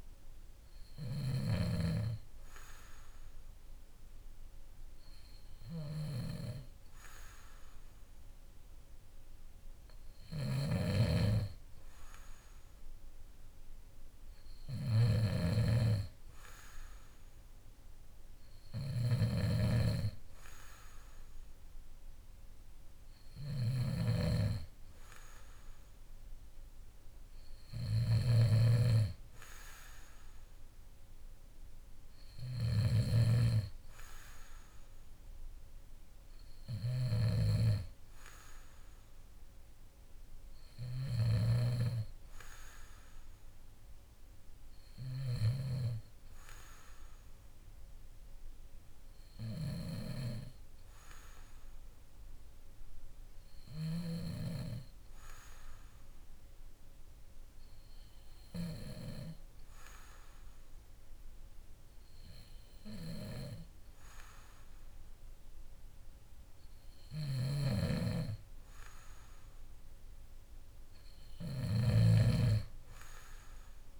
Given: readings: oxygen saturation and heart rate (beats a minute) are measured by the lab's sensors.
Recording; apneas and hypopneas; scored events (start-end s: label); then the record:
breathing in sleep by a room microphone; 1
0.00-1.50 s: snoring (device-marked)
10.50-54.00 s: snoring (device-marked)
42.50-46.00 s: arousal
51.50-65.00 s: hypopnea (oxygen 95% before, 92% lowest, heart rate 57 before, 55 extreme, up 2 after)
67.00-74.00 s: snoring (device-marked)
67.50-71.00 s: arousal
From the record:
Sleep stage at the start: N2 (light sleep); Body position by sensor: on the back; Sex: male